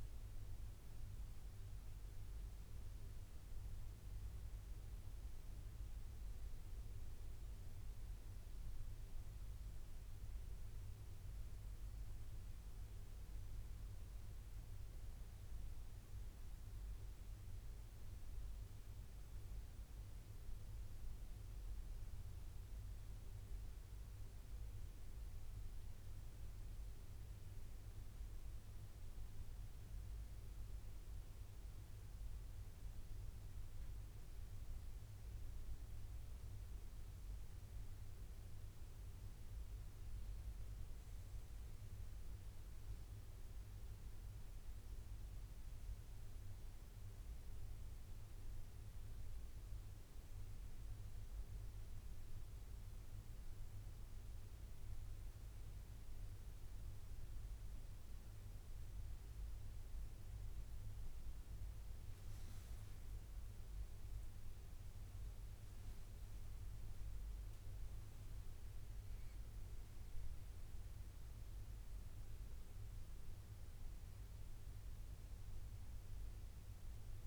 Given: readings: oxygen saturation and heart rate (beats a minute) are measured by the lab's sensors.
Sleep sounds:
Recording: breathing in sleep, hard to hear, by a room microphone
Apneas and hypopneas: none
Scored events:
62.50-67.00 s: arousal
From the record:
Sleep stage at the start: N2 (light sleep)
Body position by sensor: on the right side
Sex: male

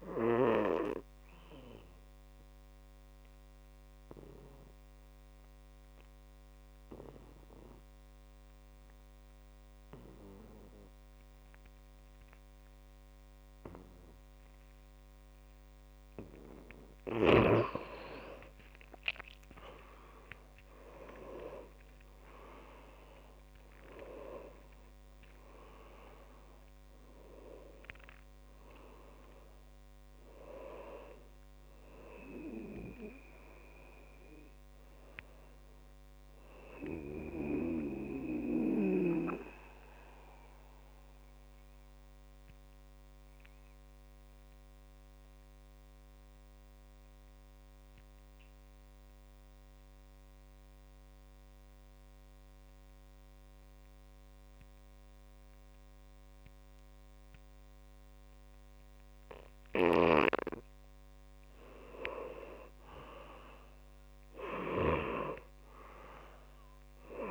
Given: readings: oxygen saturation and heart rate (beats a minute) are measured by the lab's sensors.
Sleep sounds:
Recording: breathing in sleep by a microphone on the trachea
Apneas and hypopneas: 2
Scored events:
0.00-10.50 s: oxygen desaturation (device-marked, oxygen 95% lowest, heart rate 58 extreme)
2.00-17.00 s: obstructive apnea (oxygen 99% before, 87% lowest, heart rate 64 before, 58 extreme, up 11 after)
17.50-46.50 s: oxygen desaturation (device-marked, oxygen 98% before, 87% lowest, heart rate 66 before, 58 extreme)
18.50-22.00 s: arousal
40.00-61.00 s: mixed apnea (oxygen 98% before, 88% lowest, heart rate 67 before, 58 extreme, up 0 after)
60.50-65.50 s: snoring (device-marked)
62.50-66.00 s: arousal
From the record:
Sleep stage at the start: N2 (light sleep)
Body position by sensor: on the back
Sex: male

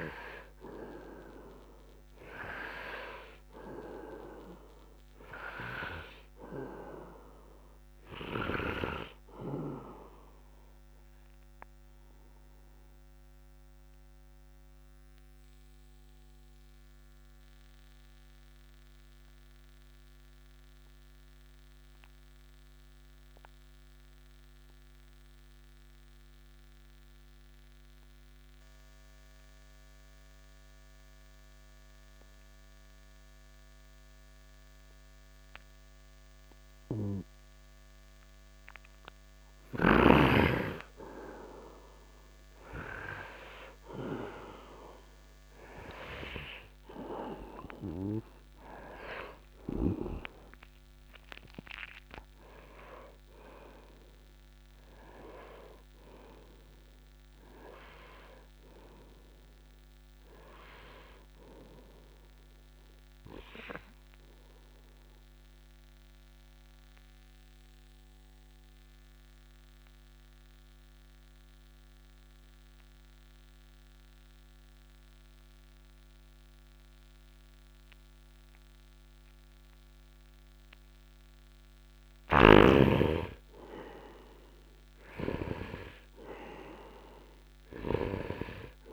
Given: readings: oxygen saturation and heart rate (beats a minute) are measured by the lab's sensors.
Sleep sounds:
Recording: breathing in sleep by a microphone on the trachea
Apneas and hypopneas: 2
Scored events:
0.00-2.50 s: arousal
0.00-29.00 s: oxygen desaturation (device-marked, oxygen 80% lowest, heart rate 60 extreme)
12.00-38.50 s: obstructive apnea (oxygen 99% before, 79% lowest, heart rate 64 before, 60 extreme, up 2 after)
31.00-73.00 s: oxygen desaturation (device-marked, oxygen 99% before, 79% lowest, heart rate 70 before, 60 extreme)
40.00-43.50 s: arousal
65.00-82.00 s: obstructive apnea (oxygen 96% before, 79% lowest, heart rate 70 before, 63 extreme, up 0 after)
82.00-86.00 s: arousal
82.50-86.00 s: snoring (device-marked)
86.00-88.93 s: oxygen desaturation (device-marked, oxygen 99% before, 85% lowest, heart rate 69 before, 61 extreme)
From the record:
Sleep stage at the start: N2 (light sleep)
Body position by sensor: upright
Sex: male

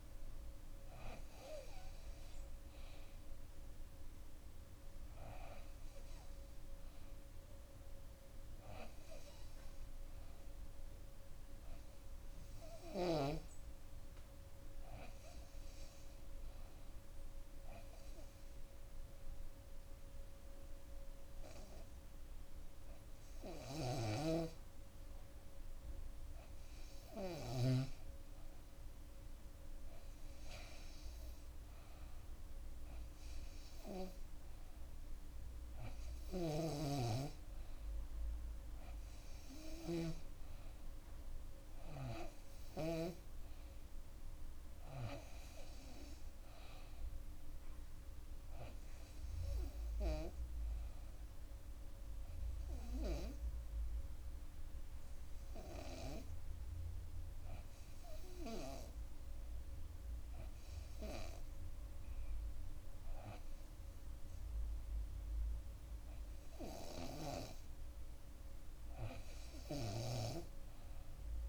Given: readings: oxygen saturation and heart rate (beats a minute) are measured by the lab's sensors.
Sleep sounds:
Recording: breathing in sleep by a room microphone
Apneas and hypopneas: 2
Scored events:
0.00-1.50 s: arousal
10.50-29.00 s: hypopnea (oxygen 98% before, 93% lowest, heart rate 60 before, 61 extreme, up 1 after)
11.00-71.49 s: new sleep stage, REM sleep
23.50-27.50 s: snoring (device-marked)
35.50-39.50 s: arousal
48.50-65.00 s: obstructive apnea (oxygen 97% before, 92% lowest, heart rate 64 before, 59 extreme, up 1 after)
67.00-70.00 s: arousal
From the record:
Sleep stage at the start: N2 (light sleep)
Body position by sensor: on the back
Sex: female

